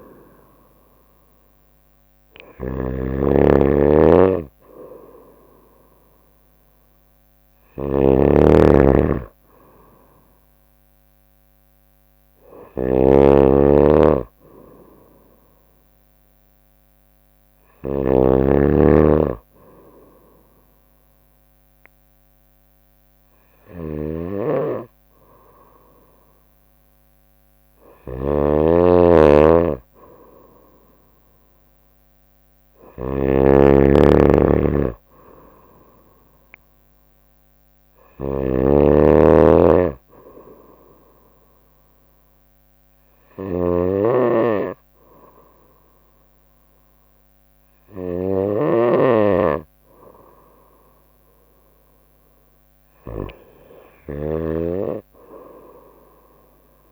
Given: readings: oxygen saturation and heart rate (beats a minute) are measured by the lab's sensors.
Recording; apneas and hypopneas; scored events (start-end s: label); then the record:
breathing in sleep by a microphone on the trachea; 1
0.00-7.50 s: drop in pulse transit time (device-marked, heart rate 62 extreme)
0.00-56.92 s: snoring (device-marked)
41.00-51.50 s: hypopnea (oxygen 96% before, 94% lowest, heart rate 64 before, 62 extreme, up 3 after)
54.00-56.92 s: arousal
From the record:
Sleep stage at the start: N2 (light sleep); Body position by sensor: on the right side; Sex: female